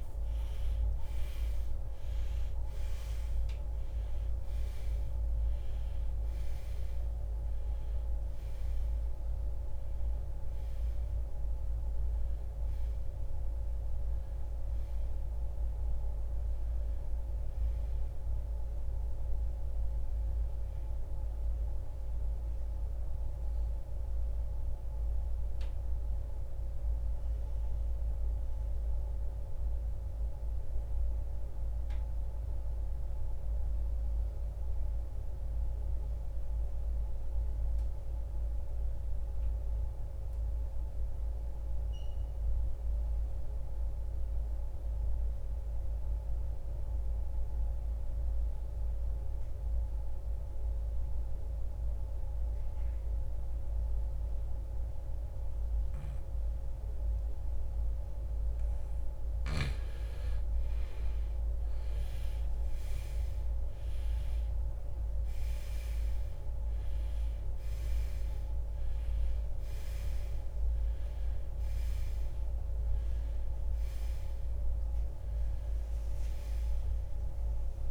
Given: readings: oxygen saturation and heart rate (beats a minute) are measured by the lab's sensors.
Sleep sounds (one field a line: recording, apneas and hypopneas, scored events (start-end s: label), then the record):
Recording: breathing in sleep, hard to hear, by a room microphone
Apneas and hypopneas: 1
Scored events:
0.00-2.00 s: arousal
0.00-37.50 s: oxygen desaturation (device-marked, oxygen 83% lowest, heart rate 54 extreme)
22.00-58.50 s: mixed apnea (oxygen 96% before, 83% lowest, heart rate 82 before, 54 extreme, up 17 after)
53.50-77.91 s: oxygen desaturation (device-marked, oxygen 98% before, 83% lowest, heart rate 73 before, 53 extreme)
60.50-65.50 s: arousal
From the record:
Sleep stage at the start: N2 (light sleep)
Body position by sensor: on the right side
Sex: male